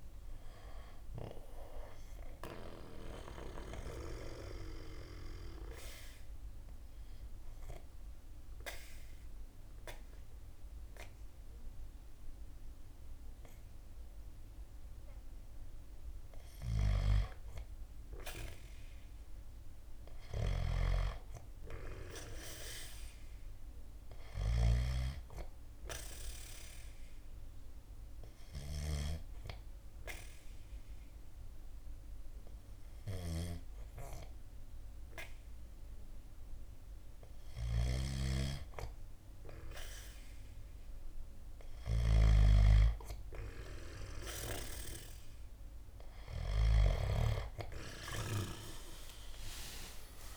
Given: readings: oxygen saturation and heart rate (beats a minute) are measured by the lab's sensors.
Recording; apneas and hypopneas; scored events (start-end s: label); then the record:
breathing in sleep by a room microphone; 2
0.00-5.00 s: drop in pulse transit time (device-marked, heart rate 63 extreme)
0.00-20.00 s: oxygen desaturation (device-marked, oxygen 89% lowest, heart rate 58 extreme)
1.50-16.50 s: central apnea (oxygen 97% before, 88% lowest, heart rate 66 before, 58 extreme, up 9 after)
18.50-22.00 s: arousal
26.00-39.50 s: central apnea (oxygen 98% before, 88% lowest, heart rate 64 before, 59 extreme, up 5 after)
31.00-40.00 s: oxygen desaturation (device-marked, oxygen 98% before, 91% lowest, heart rate 65 before, 59 extreme)
37.50-47.00 s: snoring (device-marked)
43.50-48.00 s: arousal
48.00-50.37 s: oxygen desaturation (device-marked, oxygen 94% before, 88% lowest, heart rate 62 before, 52 extreme)
49.00-50.37 s: drop in pulse transit time (device-marked, heart rate 62 before, 62 extreme)
From the record:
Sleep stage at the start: N2 (light sleep); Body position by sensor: on the back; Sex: male